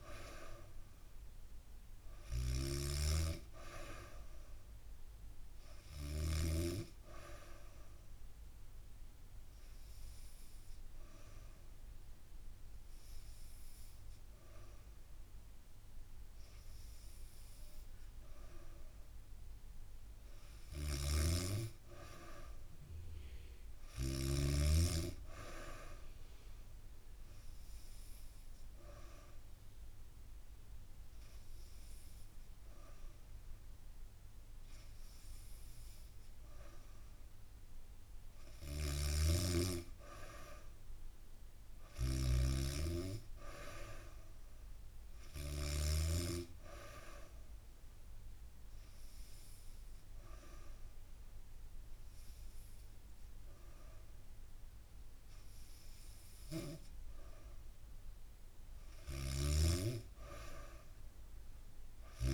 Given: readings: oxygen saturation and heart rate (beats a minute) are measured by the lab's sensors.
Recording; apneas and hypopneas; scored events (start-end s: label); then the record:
breathing in sleep by a room microphone; 3
0.00-6.00 s: snoring (device-marked)
0.50-3.50 s: arousal
8.00-18.50 s: hypopnea (oxygen 95% before, 92% lowest, heart rate 70 before, 68 extreme, up 1 after)
20.00-24.00 s: snoring (device-marked)
21.00-24.00 s: arousal
27.00-39.00 s: hypopnea (oxygen 95% before, 92% lowest, heart rate 70 before, 68 extreme, up 4 after)
38.00-45.00 s: snoring (device-marked)
41.00-44.00 s: arousal
46.50-57.50 s: hypopnea (oxygen 95% before, 92% lowest, heart rate 70 before, 68 extreme, up 2 after)
58.50-62.34 s: snoring (device-marked)
60.00-62.34 s: arousal
From the record:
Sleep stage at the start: N2 (light sleep); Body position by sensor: on the back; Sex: female